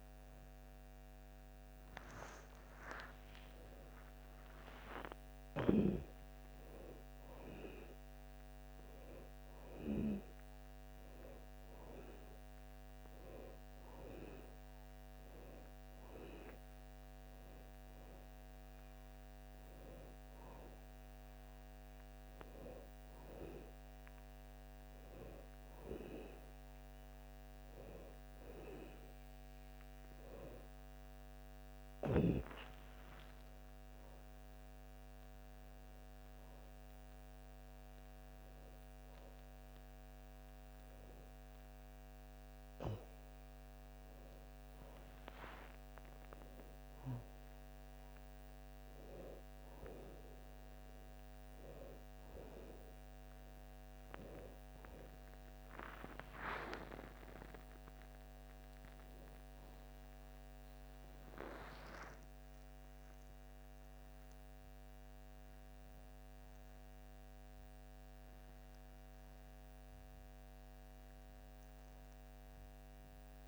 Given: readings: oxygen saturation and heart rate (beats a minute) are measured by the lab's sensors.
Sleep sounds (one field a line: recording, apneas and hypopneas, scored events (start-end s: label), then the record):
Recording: a person partly awake in a sleep study, by a microphone on the trachea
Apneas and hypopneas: none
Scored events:
7.50-73.48 s: new sleep stage, N1 (lightest sleep)
55.50-60.00 s: arousal
From the record:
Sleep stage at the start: awake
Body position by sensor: on the back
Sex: female